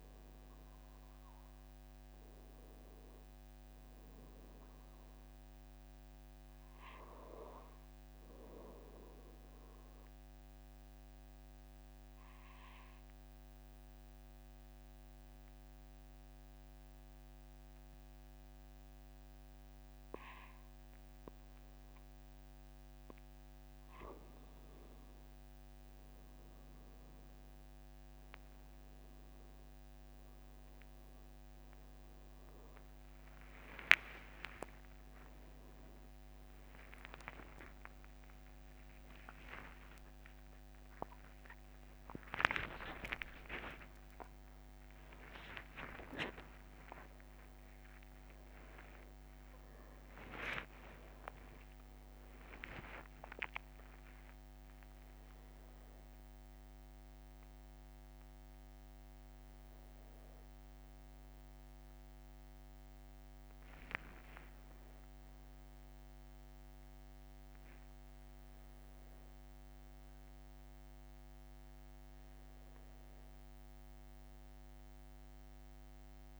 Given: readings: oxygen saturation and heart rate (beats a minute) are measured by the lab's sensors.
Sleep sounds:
a person partly awake in a sleep study, by a microphone on the trachea; 1
9.00-24.00 s: mixed apnea (oxygen 95% before, 93% lowest, heart rate 47 before, 44 extreme, up 4 after)
28.00-58.00 s: new sleep stage, awake
35.00-37.00 s: long interval between heartbeats (device-marked, heart rate 47 before, 82 extreme)
37.00-39.00 s: long interval between heartbeats (device-marked, heart rate 51 before, 97 extreme)
40.50-42.50 s: long interval between heartbeats (device-marked, heart rate 59 before, 120 extreme)
42.00-53.00 s: oxygen desaturation (device-marked, oxygen 96% before, 93% lowest)
43.00-45.00 s: long interval between heartbeats (device-marked, heart rate 71 before, 140 extreme)
45.00-47.00 s: long interval between heartbeats (device-marked, heart rate 81 before, 155 extreme)
51.00-53.00 s: long interval between heartbeats (device-marked, heart rate 107 before, 38 extreme)
58.00-76.40 s: new sleep stage, N1 (lightest sleep)
63.50-65.50 s: long interval between heartbeats (device-marked)
72.00-74.00 s: long interval between heartbeats (device-marked, heart rate 30 before, 49 extreme)
From the record:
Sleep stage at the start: REM sleep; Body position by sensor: on the back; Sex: male

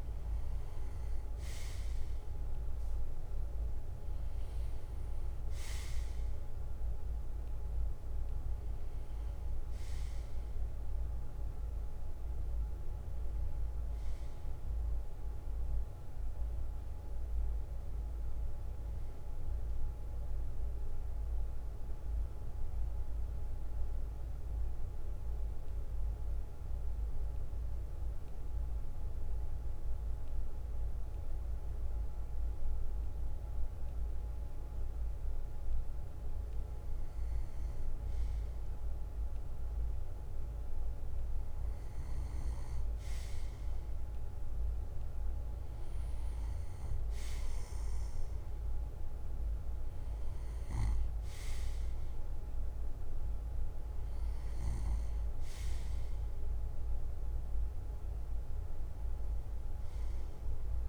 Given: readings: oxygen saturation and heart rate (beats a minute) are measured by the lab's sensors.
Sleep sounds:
breathing in sleep, hard to hear, by a room microphone; 1
19.50-34.00 s: hypopnea (oxygen 97% before, 95% lowest, heart rate 65 before, 59 extreme, up 9 after)
35.50-40.00 s: arousal
59.50-60.89 s: arousal
From the record:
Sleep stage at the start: N2 (light sleep); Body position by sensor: on the right side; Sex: male

